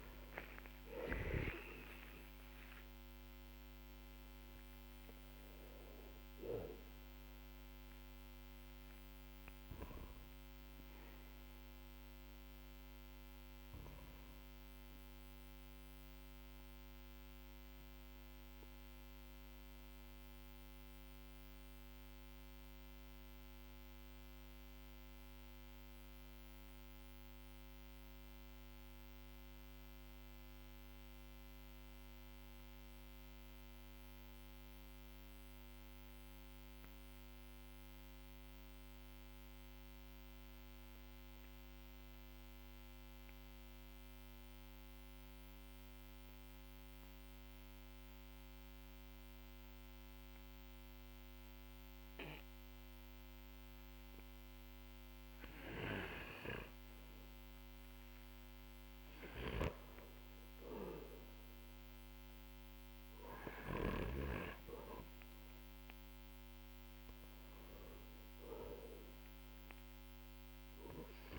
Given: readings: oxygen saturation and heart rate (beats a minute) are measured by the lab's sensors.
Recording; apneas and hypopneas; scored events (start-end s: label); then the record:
breathing in sleep by a microphone on the trachea; 1
0.00-1.00 s: oxygen desaturation (device-marked, oxygen 95% lowest, heart rate 43 extreme)
15.50-54.50 s: obstructive apnea (oxygen 98% before, 91% lowest, heart rate 52 before, 43 extreme, up 10 after)
53.00-71.38 s: oxygen desaturation (device-marked, oxygen 98% before, 91% lowest, heart rate 51 before, 41 extreme)
57.00-61.50 s: arousal
From the record:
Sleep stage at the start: N2 (light sleep); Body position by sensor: on the back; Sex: male